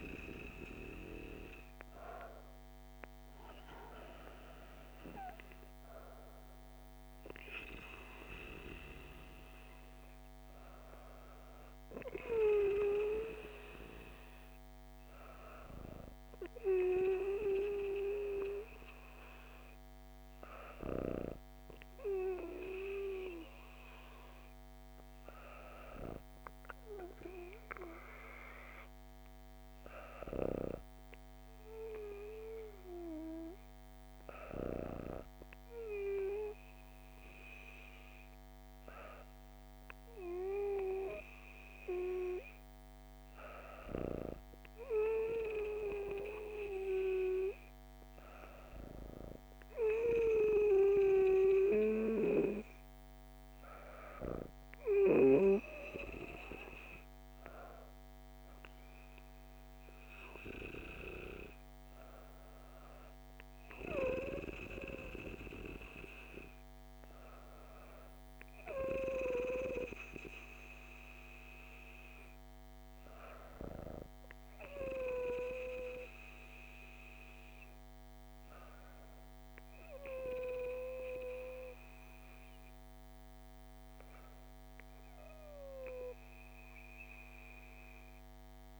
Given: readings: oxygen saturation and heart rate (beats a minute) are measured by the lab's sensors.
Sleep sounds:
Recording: breathing in sleep by a microphone on the trachea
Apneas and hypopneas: none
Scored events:
0.00-4.00 s: arousal
From the record:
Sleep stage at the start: N2 (light sleep)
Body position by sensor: on the back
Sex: female

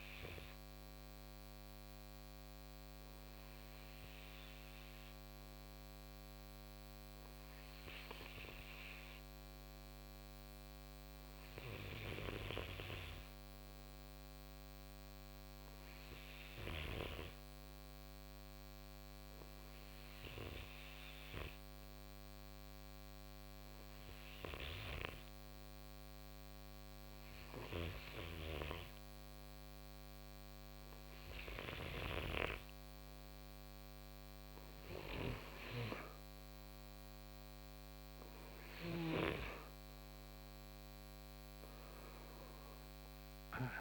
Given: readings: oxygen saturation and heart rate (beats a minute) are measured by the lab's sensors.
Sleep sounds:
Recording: breathing in sleep by a microphone on the trachea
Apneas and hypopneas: none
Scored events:
41.00-43.81 s: arousal
From the record:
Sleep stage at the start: REM sleep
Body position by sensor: on the right side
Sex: male

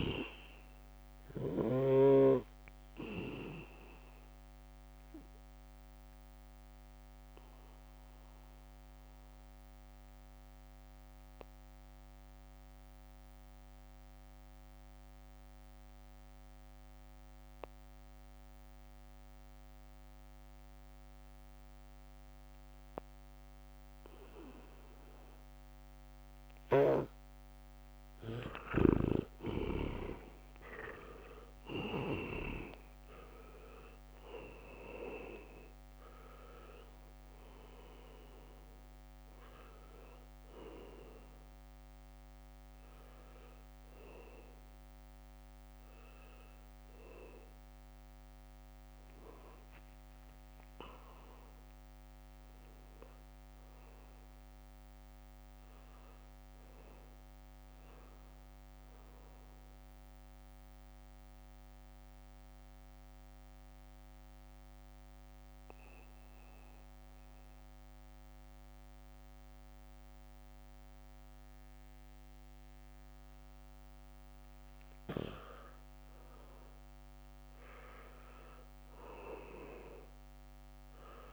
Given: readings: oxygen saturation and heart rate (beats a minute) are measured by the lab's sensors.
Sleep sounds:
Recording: breathing in sleep by a microphone on the trachea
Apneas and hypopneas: 2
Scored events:
0.00-1.00 s: leg movement (device-marked)
0.00-19.50 s: oxygen desaturation (device-marked, oxygen 83% lowest, heart rate 65 extreme)
5.00-27.00 s: obstructive apnea (oxygen 98% before, 82% lowest, heart rate 73 before, 65 extreme, up 7 after)
10.00-19.50 s: leg movement (device-marked)
21.50-23.50 s: leg movement (device-marked)
26.00-36.00 s: leg movement (device-marked)
26.50-56.50 s: oxygen desaturation (device-marked, oxygen 99% before, 82% lowest, heart rate 71 before, 70 extreme)
30.00-33.50 s: arousal
37.00-38.50 s: leg movement (device-marked)
56.50-60.00 s: arousal
62.00-74.50 s: mixed apnea (oxygen 99% before, 87% lowest, heart rate 76 before, 70 extreme)
76.00-81.00 s: arousal
79.50-81.32 s: oxygen desaturation (device-marked, oxygen 99% before, 87% lowest, heart rate 77 before, 70 extreme)
From the record:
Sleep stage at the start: N2 (light sleep)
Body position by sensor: on the back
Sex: male

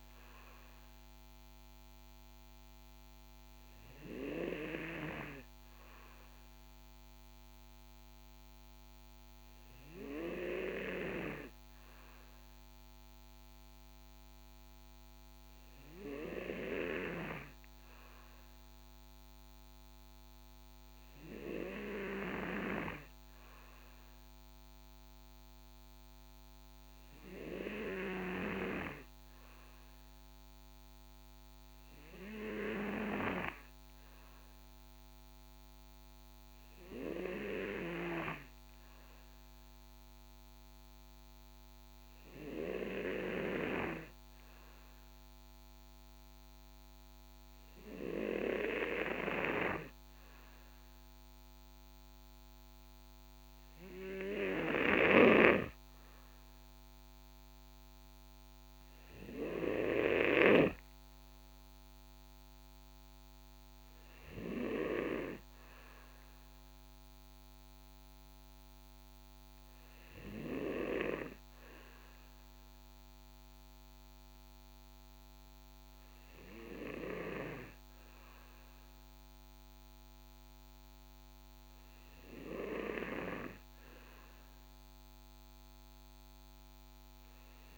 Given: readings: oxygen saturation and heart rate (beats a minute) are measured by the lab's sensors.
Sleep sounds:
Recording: breathing in sleep by a microphone on the trachea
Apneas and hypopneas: none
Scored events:
none scored
From the record:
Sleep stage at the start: N2 (light sleep)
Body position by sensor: on the back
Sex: male

